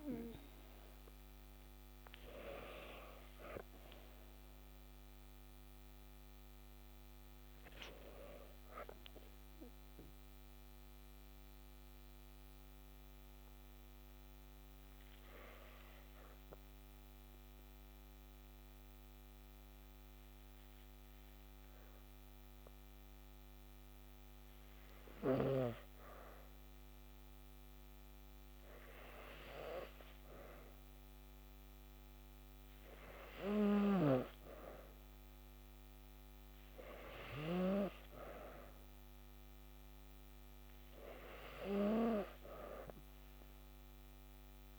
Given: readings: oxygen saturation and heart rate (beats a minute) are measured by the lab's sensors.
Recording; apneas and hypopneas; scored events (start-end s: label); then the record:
breathing in sleep by a microphone on the trachea; 1
0.00-19.50 s: oxygen desaturation (device-marked, oxygen 91% lowest, heart rate 56 extreme)
11.00-28.00 s: obstructive apnea (oxygen 96% before, 91% lowest, heart rate 60 before, 56 extreme, up 2 after)
29.50-33.50 s: arousal
33.50-37.50 s: snoring (device-marked)
From the record:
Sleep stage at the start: N2 (light sleep); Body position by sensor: on the back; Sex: female